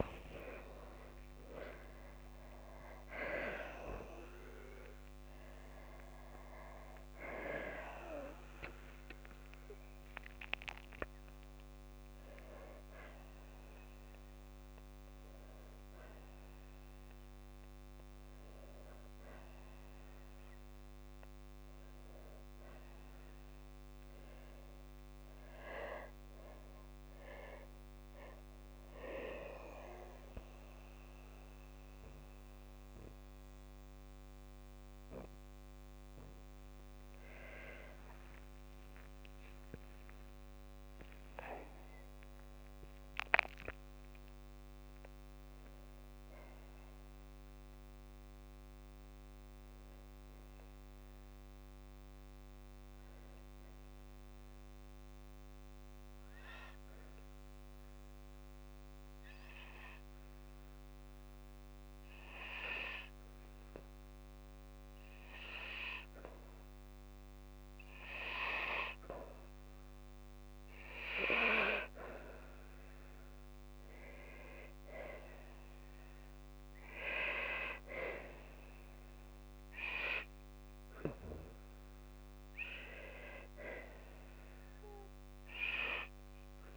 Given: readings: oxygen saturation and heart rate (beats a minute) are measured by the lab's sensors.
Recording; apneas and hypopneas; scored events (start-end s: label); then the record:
breathing in sleep by a microphone on the trachea; 1
0.00-1.00 s: arousal
7.00-12.00 s: tachycardia (device-marked, heart rate 59 before, 104 extreme)
27.00-46.00 s: oxygen desaturation (device-marked, oxygen 97% before, 92% lowest, heart rate 83 before, 53 extreme)
39.50-43.50 s: arousal
47.50-64.00 s: obstructive apnea (oxygen 98% before, 94% lowest, heart rate 61 before, 53 extreme, up 2 after)
65.00-69.50 s: arousal
From the record:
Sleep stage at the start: N2 (light sleep); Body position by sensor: on the back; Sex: female